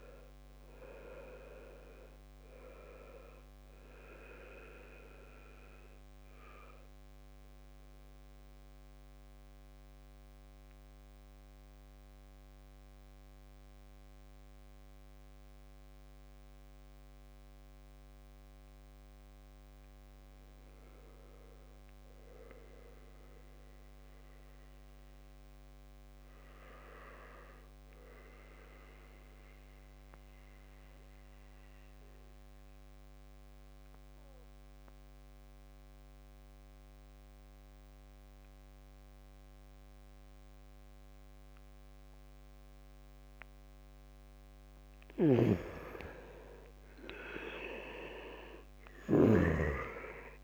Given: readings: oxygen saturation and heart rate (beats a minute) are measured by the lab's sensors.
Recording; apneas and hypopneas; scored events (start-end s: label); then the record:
breathing in sleep by a microphone on the trachea; 1
0.00-19.50 s: oxygen desaturation (device-marked, oxygen 76% lowest, heart rate 63 extreme)
5.50-43.00 s: mixed apnea (oxygen 99% before, 76% lowest, heart rate 68 before, 63 extreme, up 7 after)
32.50-50.44 s: oxygen desaturation (device-marked, oxygen 99% before, 83% lowest, heart rate 69 before, 64 extreme)
44.50-49.00 s: snoring (device-marked)
45.50-50.00 s: arousal
From the record:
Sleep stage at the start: N2 (light sleep); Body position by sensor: on the back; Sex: male